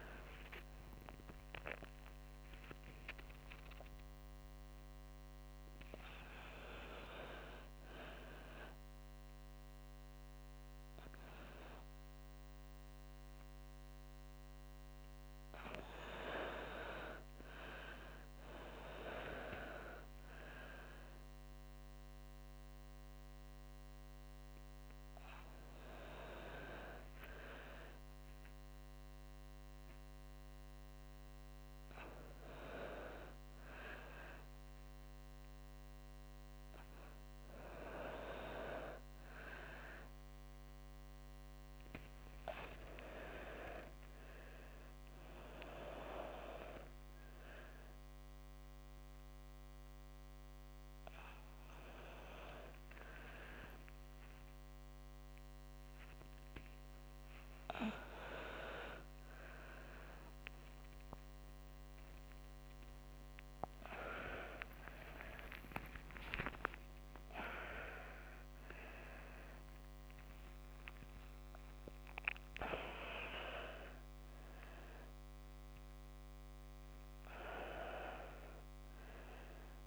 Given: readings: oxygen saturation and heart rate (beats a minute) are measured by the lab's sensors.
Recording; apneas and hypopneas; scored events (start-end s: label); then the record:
a person awake in a sleep study, by a microphone on the trachea; none
62.50-73.50 s: tachycardia (device-marked, heart rate 85 before, 159 extreme)
64.50-66.50 s: long interval between heartbeats (device-marked, heart rate 88 before, 97 extreme)
66.50-68.50 s: long interval between heartbeats (device-marked, heart rate 90 before, 116 extreme)
69.00-71.00 s: long interval between heartbeats (device-marked, heart rate 92 before, 130 extreme)
71.00-73.00 s: long interval between heartbeats (device-marked, heart rate 97 before, 140 extreme)
From the record:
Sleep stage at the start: awake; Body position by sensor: on the right side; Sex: female